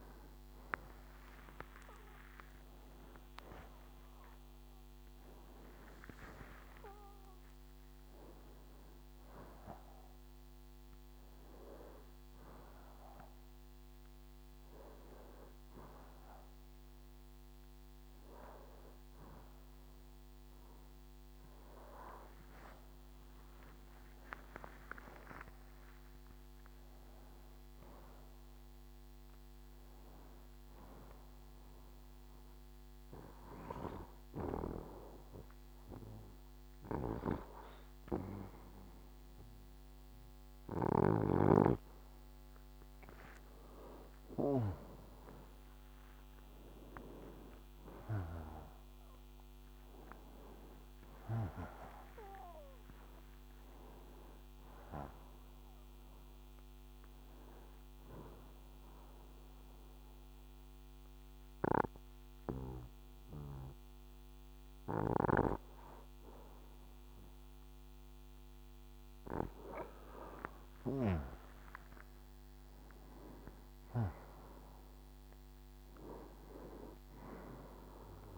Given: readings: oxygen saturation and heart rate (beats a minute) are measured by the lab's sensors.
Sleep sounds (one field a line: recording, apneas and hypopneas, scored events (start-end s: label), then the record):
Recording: a person partly awake in a sleep study, by a microphone on the trachea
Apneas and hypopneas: 2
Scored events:
4.00-34.00 s: new sleep stage, N1 (lightest sleep)
33.50-44.50 s: obstructive apnea (oxygen 94% before, 87% lowest, heart rate 87 before, 61 extreme, up 10 after)
34.00-78.37 s: new sleep stage, N2 (light sleep)
46.50-51.00 s: arousal
53.00-67.00 s: oxygen desaturation (device-marked, oxygen 93% before, 87% lowest, heart rate 79 before, 61 extreme)
58.00-69.50 s: hypopnea (oxygen 93% before, 87% lowest, heart rate 81 before, 61 extreme, up 20 after)
71.50-75.50 s: arousal
From the record:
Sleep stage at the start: awake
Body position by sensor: on the left side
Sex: male